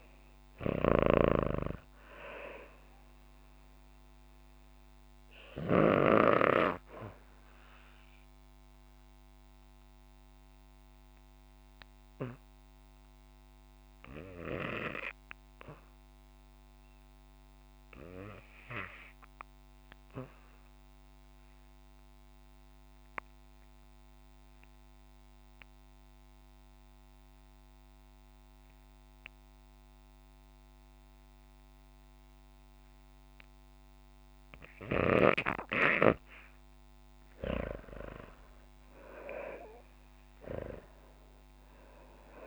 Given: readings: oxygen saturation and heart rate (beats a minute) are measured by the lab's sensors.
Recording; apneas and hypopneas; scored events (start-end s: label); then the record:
breathing in sleep by a microphone on the trachea; 1
0.00-21.50 s: oxygen desaturation (device-marked, oxygen 80% lowest, heart rate 50 extreme)
0.50-5.50 s: snoring (device-marked)
7.50-34.50 s: obstructive apnea (oxygen 97% before, 80% lowest, heart rate 59 before, 54 extreme, up 11 after)
36.50-41.00 s: arousal
38.50-42.47 s: oxygen desaturation (device-marked, oxygen 96% before, 84% lowest, heart rate 57 before, 48 extreme)
From the record:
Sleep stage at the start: REM sleep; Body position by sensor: on the back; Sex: female